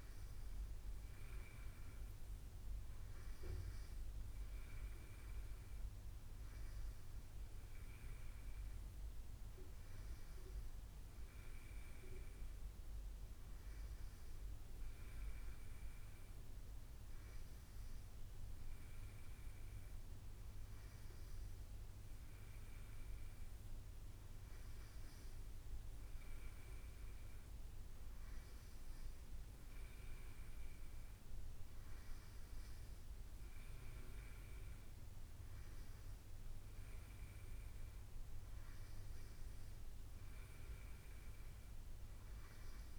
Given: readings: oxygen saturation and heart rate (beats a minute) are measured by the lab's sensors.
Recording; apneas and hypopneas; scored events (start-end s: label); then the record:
breathing in sleep, hard to hear, by a room microphone; none
23.50-25.50 s: bradycardia (device-marked, heart rate 63 before, 60 extreme)
From the record:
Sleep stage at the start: N2 (light sleep); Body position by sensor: on the right side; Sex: male